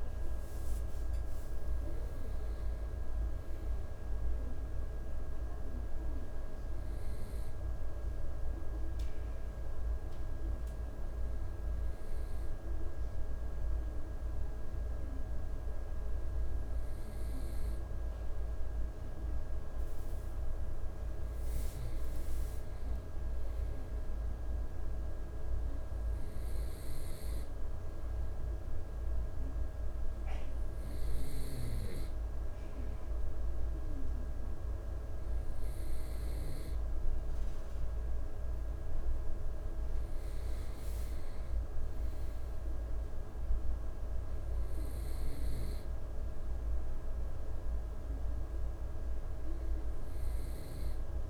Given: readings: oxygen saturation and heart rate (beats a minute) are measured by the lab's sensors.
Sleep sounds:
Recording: breathing in sleep, hard to hear, by a room microphone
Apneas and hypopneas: none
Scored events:
none scored
From the record:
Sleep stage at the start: N2 (light sleep)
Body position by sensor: on the right side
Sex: male

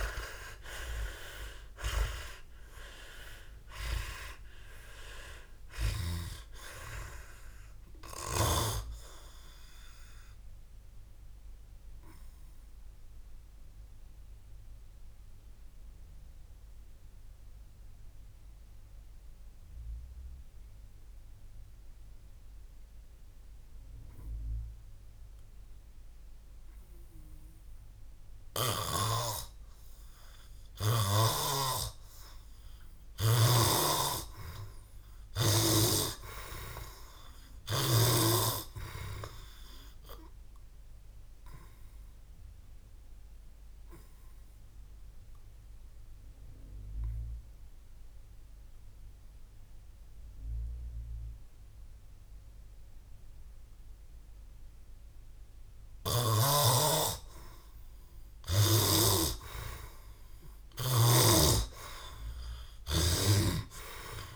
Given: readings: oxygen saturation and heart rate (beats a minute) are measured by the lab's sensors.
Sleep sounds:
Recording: breathing in sleep by a room microphone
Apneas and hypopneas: 2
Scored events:
0.00-1.50 s: arousal
12.00-38.00 s: oxygen desaturation (device-marked, oxygen 98% before, 91% lowest, heart rate 70 before, 58 extreme)
14.00-29.00 s: obstructive apnea (oxygen 98% before, 91% lowest, heart rate 70 before, 58 extreme, up 2 after)
32.00-36.00 s: arousal
33.50-38.00 s: snoring (device-marked)
44.00-56.00 s: obstructive apnea (oxygen 99% before, 93% lowest, heart rate 61 before, 56 extreme, up 10 after)
52.00-64.36 s: oxygen desaturation (device-marked, oxygen 98% before, 94% lowest, heart rate 60 before, 56 extreme)
61.00-64.36 s: snoring (device-marked)
62.50-64.36 s: arousal
From the record:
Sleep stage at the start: N2 (light sleep)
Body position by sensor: on the back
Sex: male

